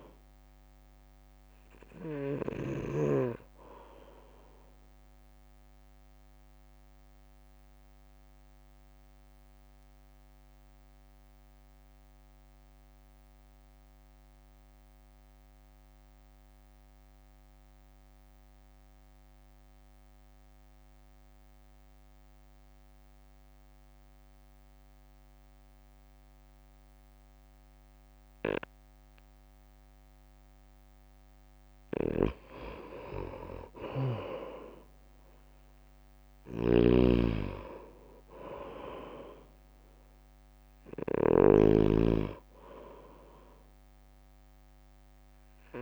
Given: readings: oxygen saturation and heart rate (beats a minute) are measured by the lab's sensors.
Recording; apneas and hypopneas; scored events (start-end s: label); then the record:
breathing in sleep by a microphone on the trachea; 1
0.00-2.50 s: snoring (device-marked)
0.00-4.50 s: oxygen desaturation (device-marked, oxygen 92% lowest, heart rate 52 extreme)
5.00-31.00 s: mixed apnea (oxygen 98% before, 89% lowest, heart rate 59 before, 51 extreme, up 2 after)
12.50-25.50 s: oxygen desaturation (device-marked, oxygen 93% before, 89% lowest, heart rate 56 before, 52 extreme)
33.50-37.00 s: arousal
33.50-41.50 s: snoring (device-marked)
34.50-45.82 s: drop in pulse transit time (device-marked, heart rate 59 before, 52 extreme)
From the record:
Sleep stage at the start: N2 (light sleep); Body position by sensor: on the right side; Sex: male